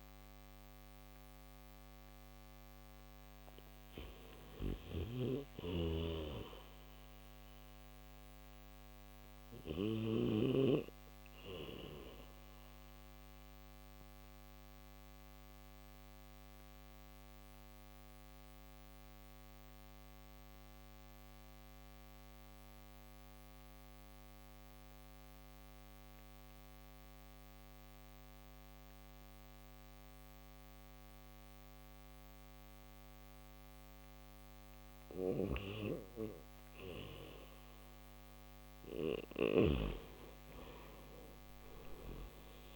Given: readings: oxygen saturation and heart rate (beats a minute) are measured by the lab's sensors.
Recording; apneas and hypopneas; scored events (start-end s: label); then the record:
breathing in sleep by a microphone on the trachea; none
4.00-10.00 s: snoring (device-marked)
14.50-34.50 s: oxygen desaturation (device-marked, oxygen 97% before, 90% lowest, heart rate 66 before, 63 extreme)
From the record:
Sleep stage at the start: N1 (lightest sleep); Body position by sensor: on the back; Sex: male